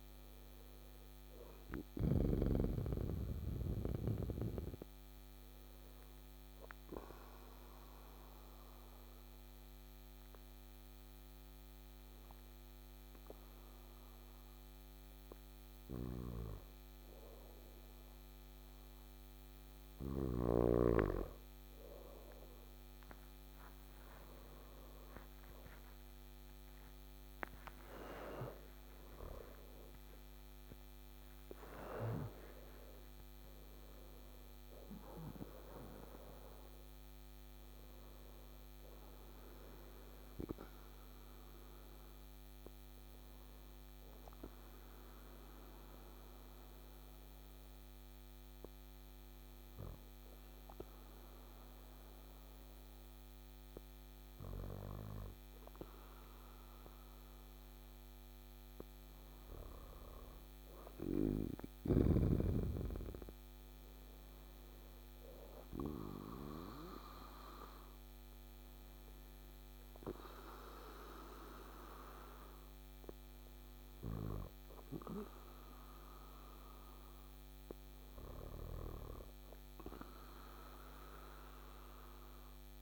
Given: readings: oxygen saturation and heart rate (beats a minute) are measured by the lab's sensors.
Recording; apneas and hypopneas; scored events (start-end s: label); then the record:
breathing in sleep by a microphone on the trachea; 3
0.00-1.50 s: snoring (device-marked)
6.50-19.50 s: obstructive apnea (oxygen 99% before, 95% lowest, heart rate 63 before, 56 extreme, up 6 after)
22.50-46.50 s: oxygen desaturation (device-marked, oxygen 99% before, 95% lowest, heart rate 57 before, 55 extreme)
24.00-30.00 s: arousal
43.50-55.50 s: obstructive apnea (oxygen 98% before, 96% lowest, heart rate 63 before, 55 extreme, up 5 after)
58.00-62.00 s: arousal
66.50-76.50 s: obstructive apnea (oxygen 98% before, 95% lowest, heart rate 57 before, 56 extreme, up 2 after)
78.00-80.50 s: arousal
From the record:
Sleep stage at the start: N2 (light sleep); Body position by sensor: on the back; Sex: male